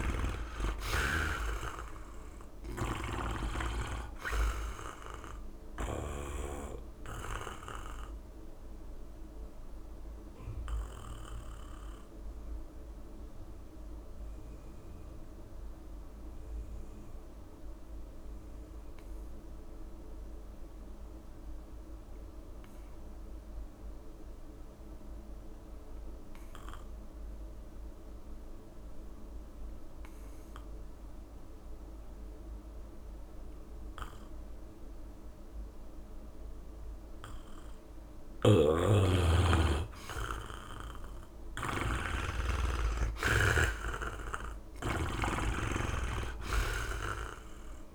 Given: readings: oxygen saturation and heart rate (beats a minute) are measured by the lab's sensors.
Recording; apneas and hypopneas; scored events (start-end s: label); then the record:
breathing in sleep by a room microphone; 1
0.00-1.50 s: arousal
0.00-22.00 s: oxygen desaturation (device-marked, oxygen 81% lowest, heart rate 46 extreme)
1.00-6.00 s: snoring (device-marked)
7.50-38.50 s: obstructive apnea (oxygen 99% before, 80% lowest, heart rate 62 before, 38 extreme, up 4 after)
38.00-47.95 s: oxygen desaturation (device-marked, oxygen 96% before, 80% lowest, heart rate 68 before, 38 extreme)
38.00-47.95 s: snoring (device-marked)
41.50-46.00 s: arousal
42.00-44.00 s: long interval between heartbeats (device-marked, heart rate 68 before, 61 extreme)
44.50-46.50 s: long interval between heartbeats (device-marked, heart rate 67 before, 60 extreme)
From the record:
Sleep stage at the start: N2 (light sleep); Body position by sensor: on the back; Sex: male